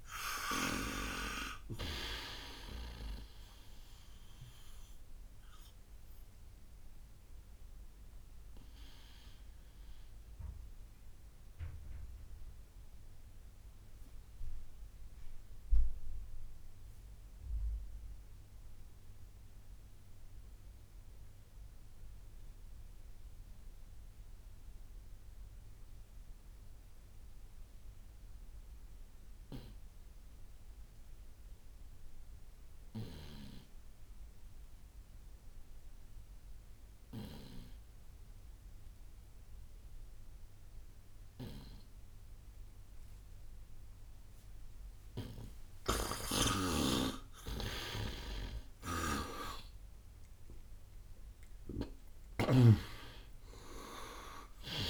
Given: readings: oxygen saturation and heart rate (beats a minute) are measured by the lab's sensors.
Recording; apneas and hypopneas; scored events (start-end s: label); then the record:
breathing in sleep by a room microphone; 1
0.00-1.00 s: snoring (device-marked)
0.00-24.50 s: oxygen desaturation (device-marked, oxygen 81% lowest, heart rate 57 extreme)
7.50-45.50 s: obstructive apnea (oxygen 96% before, 76% lowest, heart rate 75 before, 57 extreme, up 20 after)
36.50-54.90 s: oxygen desaturation (device-marked, oxygen 98% before, 76% lowest, heart rate 59 before, 57 extreme)
47.50-52.00 s: arousal
48.50-54.90 s: snoring (device-marked)
From the record:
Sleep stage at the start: N2 (light sleep); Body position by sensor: on the right side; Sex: male